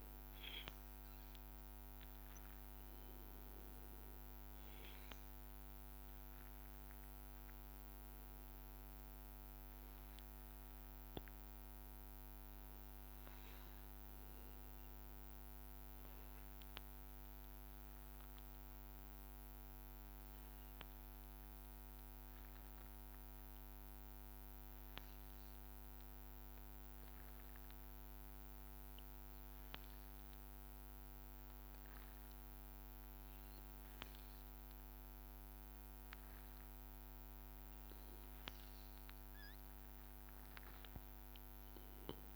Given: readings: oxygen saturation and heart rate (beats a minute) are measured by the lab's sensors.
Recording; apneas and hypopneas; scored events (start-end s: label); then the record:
breathing in sleep, hard to hear, by a microphone on the trachea; 1
0.00-14.00 s: oxygen desaturation (device-marked, oxygen 91% lowest, heart rate 81 extreme)
9.00-37.50 s: obstructive apnea (oxygen 96% before, 92% lowest, heart rate 84 before, 81 extreme, up 3 after)
28.00-42.36 s: oxygen desaturation (device-marked, oxygen 99% before, 92% lowest, heart rate 82 before, 73 extreme)
40.00-42.36 s: arousal
From the record:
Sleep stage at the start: N2 (light sleep); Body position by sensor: on the back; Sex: male